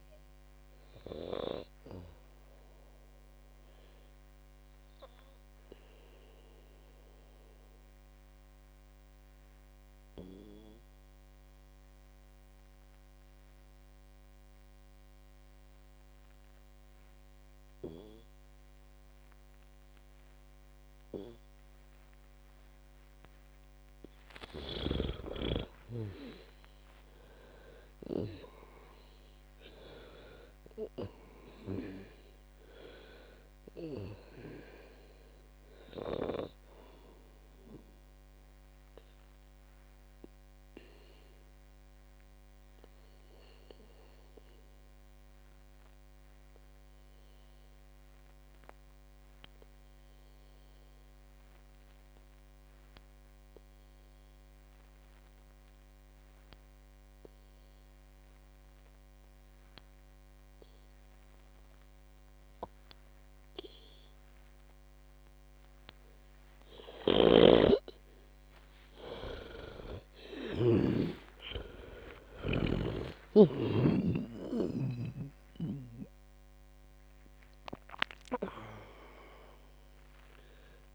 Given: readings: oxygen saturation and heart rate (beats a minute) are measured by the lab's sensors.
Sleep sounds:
breathing in sleep by a microphone on the trachea; 2
0.00-14.00 s: oxygen desaturation (device-marked, oxygen 90% lowest, heart rate 54 extreme)
1.50-22.50 s: obstructive apnea (oxygen 98% before, 90% lowest, heart rate 71 before, 54 extreme, up 21 after)
25.50-30.50 s: arousal
30.00-48.00 s: oxygen desaturation (device-marked, oxygen 98% before, 93% lowest, heart rate 61 before, 54 extreme)
37.00-66.00 s: obstructive apnea (oxygen 99% before, 90% lowest, heart rate 66 before, 54 extreme, up 34 after)
65.00-80.95 s: oxygen desaturation (device-marked, oxygen 98% before, 90% lowest, heart rate 56 before, 55 extreme)
67.50-71.50 s: snoring (device-marked)
68.00-73.00 s: arousal
From the record:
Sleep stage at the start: N2 (light sleep); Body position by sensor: on the back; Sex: female

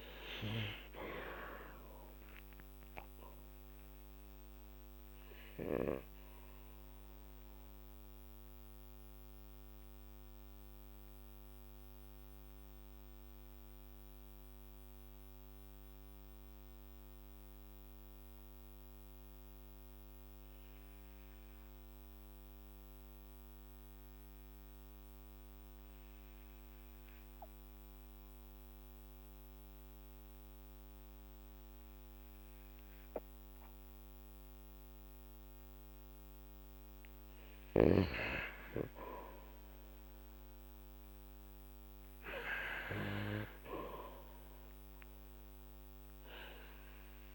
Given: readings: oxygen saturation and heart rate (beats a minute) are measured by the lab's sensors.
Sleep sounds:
breathing in sleep by a microphone on the trachea; 1
0.00-29.50 s: oxygen desaturation (device-marked, oxygen 94% lowest, heart rate 49 extreme)
6.50-35.50 s: mixed apnea (oxygen 98% before, 93% lowest, heart rate 54 before, 46 extreme, up 4 after)
38.50-42.50 s: arousal
From the record:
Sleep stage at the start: N2 (light sleep); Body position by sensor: on the back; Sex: male

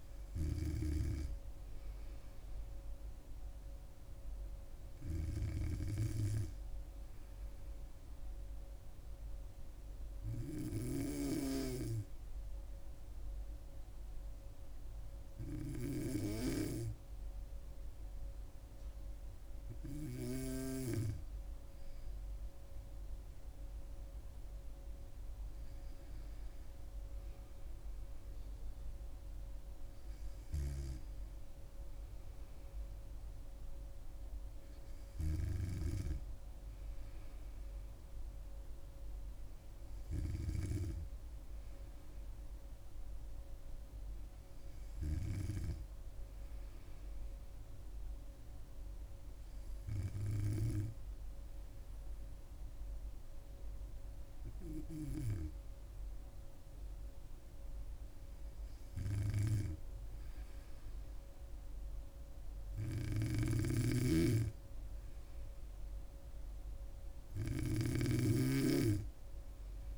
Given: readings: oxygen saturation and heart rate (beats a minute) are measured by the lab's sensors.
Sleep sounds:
breathing in sleep by a room microphone; 1
0.00-3.50 s: oxygen desaturation (device-marked, oxygen 94% lowest, heart rate 65 extreme)
6.00-21.50 s: hypopnea (oxygen 98% before, 95% lowest, heart rate 67 before, 66 extreme, up 4 after)
25.50-29.00 s: arousal
63.00-69.98 s: snoring (device-marked)
From the record:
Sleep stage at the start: N2 (light sleep); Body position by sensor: on the back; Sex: female

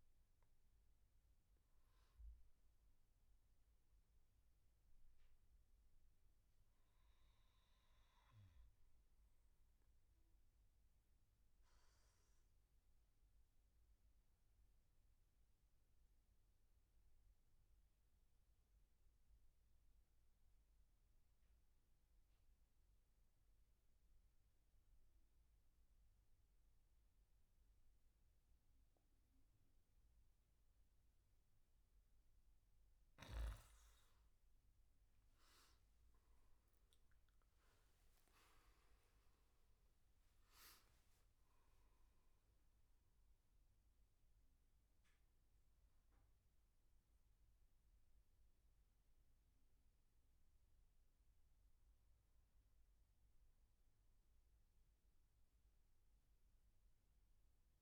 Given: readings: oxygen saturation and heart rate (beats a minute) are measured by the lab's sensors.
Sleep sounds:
breathing in sleep, hard to hear, by a room microphone; 1
12.50-32.00 s: obstructive apnea (oxygen 98% before, 89% lowest, heart rate 70 before, 68 extreme, up 16 after)
26.50-49.50 s: oxygen desaturation (device-marked, oxygen 97% before, 89% lowest, heart rate 73 before, 68 extreme)
34.50-39.50 s: arousal
From the record:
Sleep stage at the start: N2 (light sleep); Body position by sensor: on the back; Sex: male

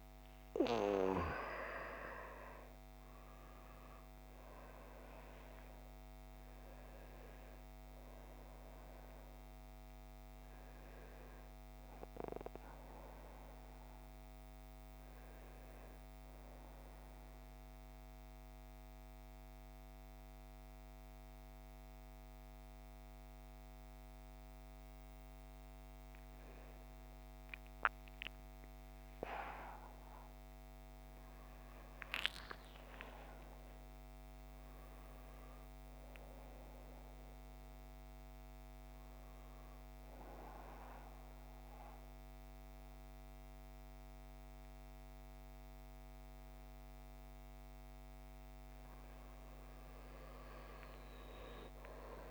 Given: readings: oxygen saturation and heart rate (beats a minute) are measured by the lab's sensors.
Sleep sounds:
breathing in sleep by a microphone on the trachea; 1
0.00-1.50 s: oxygen desaturation (device-marked, oxygen 91% lowest, heart rate 57 extreme)
7.50-22.50 s: oxygen desaturation (device-marked, oxygen 92% before, 89% lowest, heart rate 68 before, 56 extreme)
16.00-26.00 s: central apnea (oxygen 93% before, 89% lowest, heart rate 70 before, 56 extreme, up 10 after)
29.50-34.50 s: arousal
From the record:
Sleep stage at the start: N1 (lightest sleep); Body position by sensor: on the right side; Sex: male

